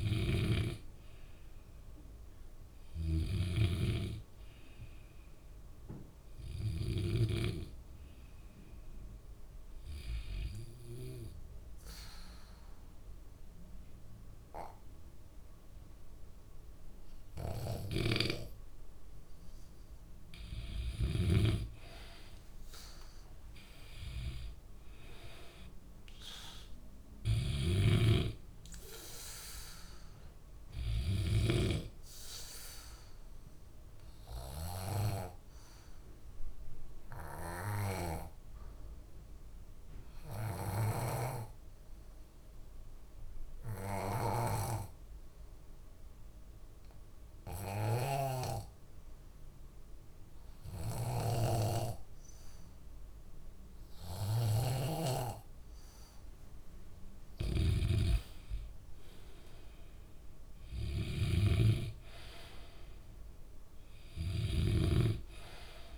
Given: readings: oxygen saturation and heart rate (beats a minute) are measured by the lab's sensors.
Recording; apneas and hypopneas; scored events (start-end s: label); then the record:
breathing in sleep by a room microphone; 2
0.00-7.50 s: snoring (device-marked)
10.00-21.50 s: obstructive apnea (oxygen 98% before, 90% lowest, heart rate 67 before, 63 extreme, up 7 after)
20.50-42.50 s: oxygen desaturation (device-marked, oxygen 97% before, 92% lowest, heart rate 66 before, 63 extreme)
23.50-26.50 s: arousal
27.50-32.00 s: snoring (device-marked)
33.00-56.50 s: obstructive apnea (oxygen 97% before, 90% lowest, heart rate 66 before, 61 extreme, up 3 after)
51.00-65.00 s: snoring (device-marked)
55.50-65.98 s: oxygen desaturation (device-marked, oxygen 97% before, 90% lowest, heart rate 66 before, 61 extreme)
59.00-62.50 s: arousal
From the record:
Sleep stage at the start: N2 (light sleep); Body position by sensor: on the back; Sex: male